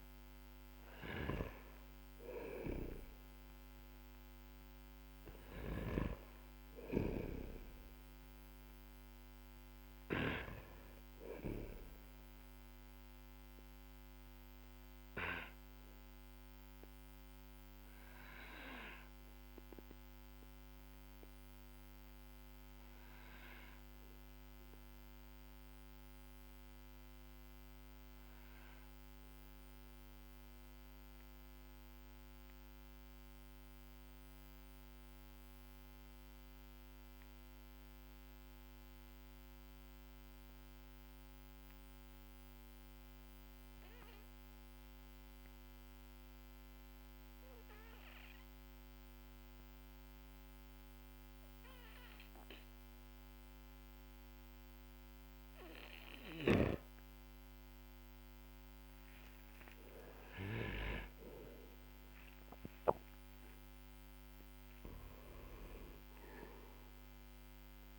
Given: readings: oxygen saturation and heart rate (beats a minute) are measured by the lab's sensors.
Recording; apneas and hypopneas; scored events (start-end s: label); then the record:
breathing in sleep by a microphone on the trachea; 1
0.00-37.00 s: oxygen desaturation (device-marked, oxygen 92% lowest, heart rate 45 extreme)
2.00-10.00 s: snoring (device-marked)
25.00-63.50 s: mixed apnea (oxygen 96% before, 92% lowest, heart rate 49 before, 44 extreme, up 10 after)
53.00-67.99 s: oxygen desaturation (device-marked, oxygen 99% before, 92% lowest, heart rate 54 before, 44 extreme)
64.00-67.50 s: arousal
From the record:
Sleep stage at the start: N2 (light sleep); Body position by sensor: on the back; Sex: male